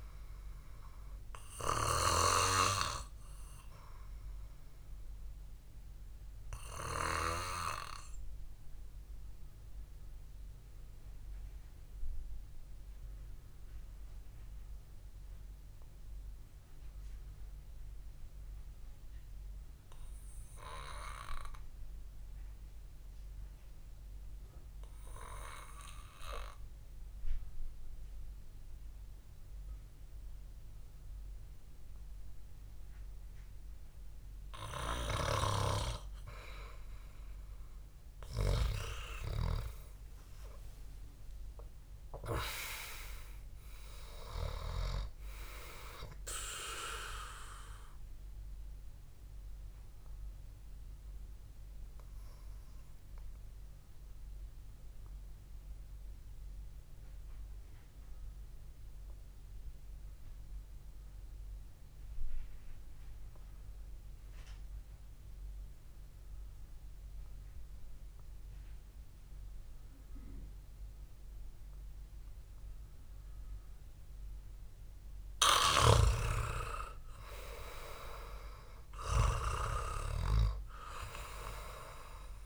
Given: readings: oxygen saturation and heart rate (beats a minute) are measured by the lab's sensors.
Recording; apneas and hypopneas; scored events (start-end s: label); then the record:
breathing in sleep by a room microphone; 2
0.00-5.00 s: oxygen desaturation (device-marked, oxygen 91% lowest, heart rate 60 extreme)
7.50-36.50 s: obstructive apnea (oxygen 98% before, 91% lowest, heart rate 63 before, 59 extreme, up 3 after)
34.00-53.00 s: oxygen desaturation (device-marked, oxygen 99% before, 92% lowest, heart rate 69 before, 60 extreme)
38.50-43.00 s: arousal
50.00-74.50 s: obstructive apnea (oxygen 99% before, 90% lowest, heart rate 64 before, 60 extreme, up 0 after)
76.50-80.50 s: arousal
From the record:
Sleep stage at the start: N2 (light sleep); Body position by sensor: on the back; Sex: male